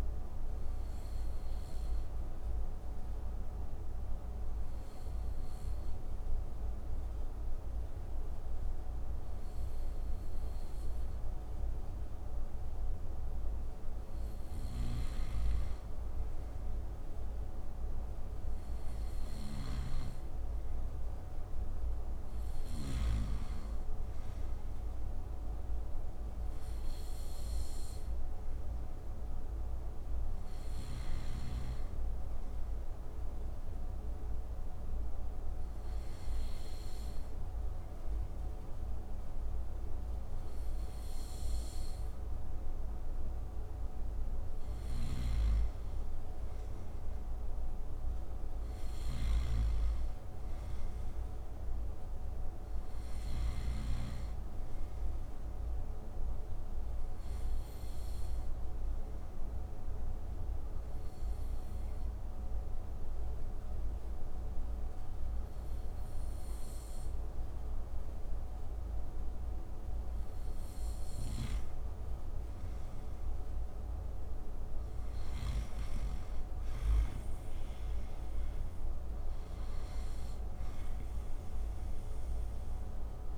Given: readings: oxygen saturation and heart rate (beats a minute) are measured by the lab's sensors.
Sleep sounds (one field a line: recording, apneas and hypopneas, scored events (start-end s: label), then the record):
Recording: breathing in sleep, hard to hear, by a room microphone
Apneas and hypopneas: 3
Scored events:
0.00-13.00 s: oxygen desaturation (device-marked, oxygen 90% lowest)
0.50-14.00 s: obstructive apnea (oxygen 96% before, 89% lowest)
14.00-22.50 s: snoring (device-marked)
16.50-20.50 s: arousal
23.00-42.00 s: oxygen desaturation (device-marked, oxygen 93% before, 89% lowest)
32.00-43.00 s: obstructive apnea (oxygen 93% before, 88% lowest)
45.50-49.00 s: arousal
48.50-53.50 s: snoring (device-marked)
55.00-70.00 s: obstructive apnea (oxygen 93% before, 88% lowest)
70.50-75.00 s: snoring (device-marked)
72.00-75.50 s: arousal
80.00-83.38 s: oxygen desaturation (device-marked, oxygen 94% before, 88% lowest)
From the record:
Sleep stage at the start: N2 (light sleep)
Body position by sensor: on the right side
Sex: male